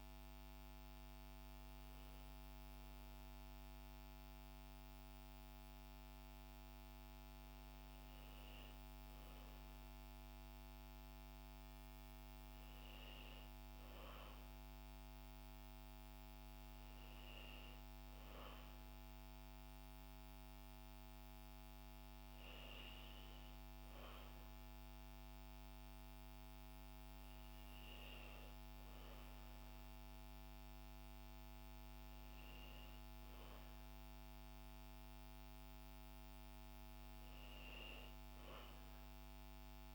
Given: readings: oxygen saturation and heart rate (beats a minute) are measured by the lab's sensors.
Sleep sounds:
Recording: breathing in sleep, hard to hear, by a microphone on the trachea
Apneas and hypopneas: none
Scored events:
none scored
From the record:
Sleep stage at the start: N2 (light sleep)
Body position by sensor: on the back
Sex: female

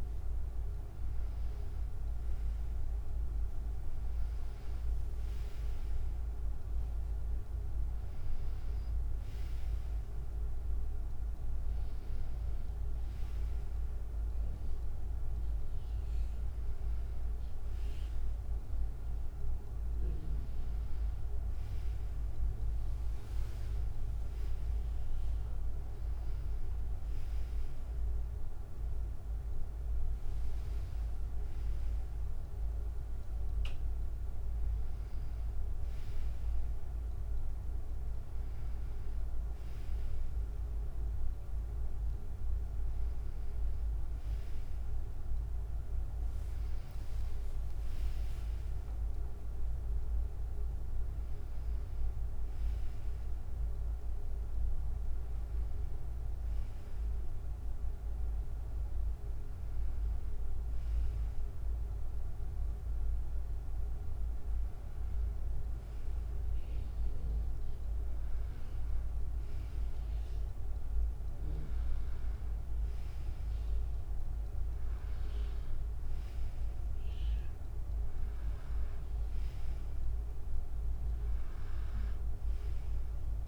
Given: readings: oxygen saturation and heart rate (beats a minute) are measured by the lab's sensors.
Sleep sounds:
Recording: breathing in sleep, hard to hear, by a room microphone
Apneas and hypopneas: none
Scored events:
54.00-83.48 s: new sleep stage, N2 (light sleep)
From the record:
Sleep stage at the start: N1 (lightest sleep)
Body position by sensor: on the back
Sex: female

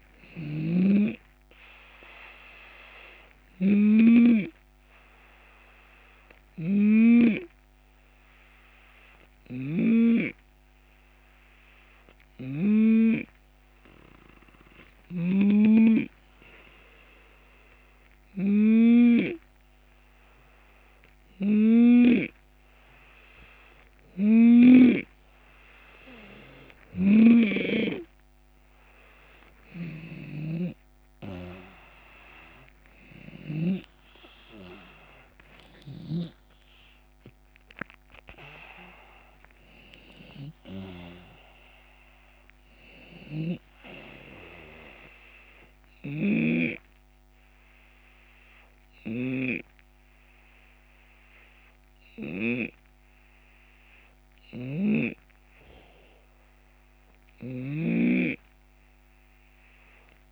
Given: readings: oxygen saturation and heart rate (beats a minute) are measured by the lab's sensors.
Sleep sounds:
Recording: breathing in sleep by a microphone on the trachea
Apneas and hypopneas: 2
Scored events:
0.00-9.50 s: snoring (device-marked)
0.50-2.50 s: long interval between heartbeats (device-marked)
5.00-22.50 s: hypopnea (oxygen 92% before, 88% lowest)
11.50-15.00 s: snoring (device-marked)
29.00-33.00 s: snoring (device-marked)
31.50-37.00 s: arousal
42.50-46.00 s: snoring (device-marked)
44.50-54.50 s: obstructive apnea (oxygen 91% before, 88% lowest)
54.00-57.50 s: snoring (device-marked)
From the record:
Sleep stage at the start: N2 (light sleep)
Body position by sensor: on the left side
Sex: male

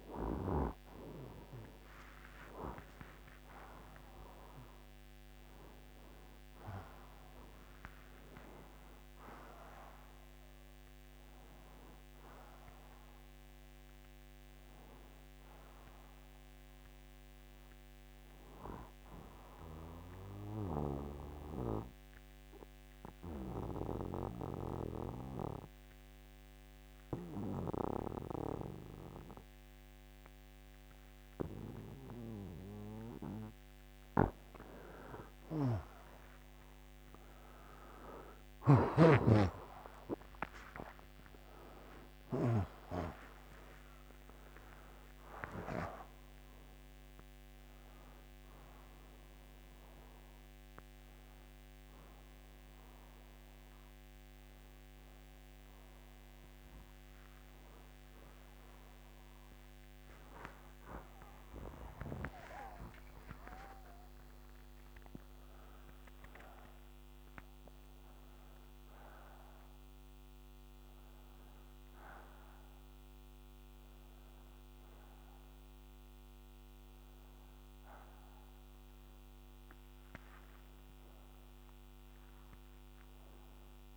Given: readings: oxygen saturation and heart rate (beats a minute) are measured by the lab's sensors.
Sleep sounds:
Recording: breathing in sleep by a microphone on the trachea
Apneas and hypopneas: 1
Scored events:
3.50-8.00 s: arousal
14.50-83.97 s: new sleep stage, N2 (light sleep)
21.00-34.50 s: obstructive apnea (oxygen 94% before, 90% lowest, heart rate 63 before, 61 extreme, up 13 after)
37.00-41.50 s: arousal
39.50-44.50 s: oxygen desaturation (device-marked, oxygen 96% before, 92% lowest, heart rate 62 before, 62 extreme)
60.00-66.50 s: arousal
From the record:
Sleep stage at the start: N1 (lightest sleep)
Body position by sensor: on the right side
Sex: male

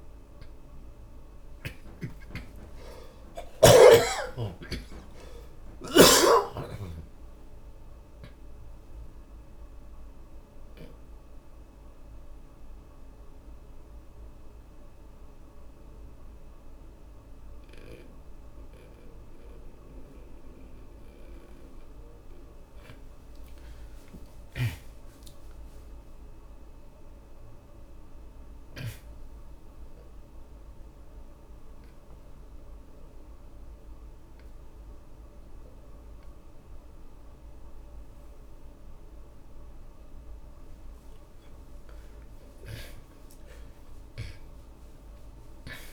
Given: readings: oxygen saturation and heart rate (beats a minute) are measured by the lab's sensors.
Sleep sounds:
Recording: breathing in sleep by a room microphone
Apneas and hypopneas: 2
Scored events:
0.00-14.50 s: oxygen desaturation (device-marked, oxygen 83% lowest)
4.50-8.50 s: arousal
11.00-22.00 s: central apnea (oxygen 98% before, 80% lowest)
20.50-25.00 s: snoring (device-marked)
23.50-27.50 s: arousal
30.50-41.00 s: obstructive apnea (oxygen 98% before, 80% lowest, heart rate 71 before, 58 extreme, up 17 after)
30.50-45.93 s: oxygen desaturation (device-marked, oxygen 98% before, 91% lowest, heart rate 71 before, 58 extreme)
42.00-45.50 s: arousal
From the record:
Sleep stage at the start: N2 (light sleep)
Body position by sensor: on the back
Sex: male

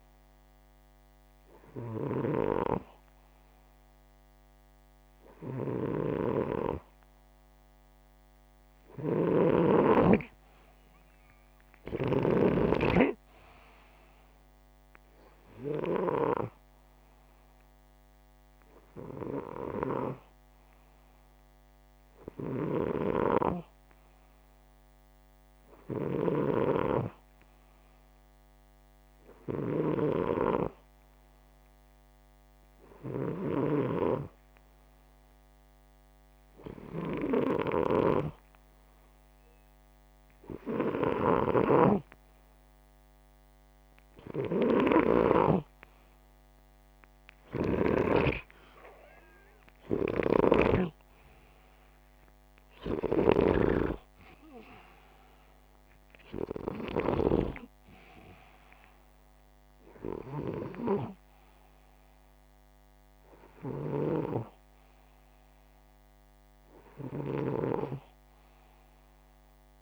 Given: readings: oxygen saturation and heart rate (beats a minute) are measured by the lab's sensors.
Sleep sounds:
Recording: breathing in sleep by a microphone on the trachea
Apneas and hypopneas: none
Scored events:
0.00-12.00 s: snoring (device-marked)
22.00-33.00 s: snoring (device-marked)
41.00-45.00 s: snoring (device-marked)
49.50-57.00 s: snoring (device-marked)
63.00-69.81 s: snoring (device-marked)
From the record:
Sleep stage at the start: N2 (light sleep)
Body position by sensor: upright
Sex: male

